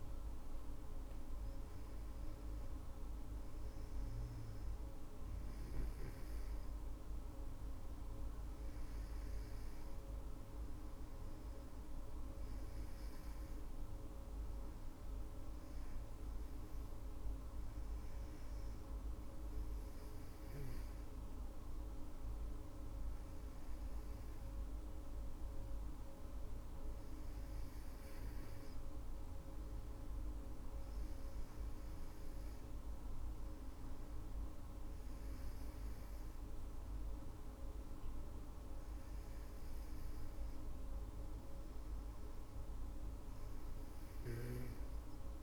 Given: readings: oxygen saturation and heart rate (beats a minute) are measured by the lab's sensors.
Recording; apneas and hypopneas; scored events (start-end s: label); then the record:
breathing in sleep, hard to hear, by a room microphone; none
none scored
From the record:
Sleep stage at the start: N2 (light sleep); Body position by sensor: on the back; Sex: female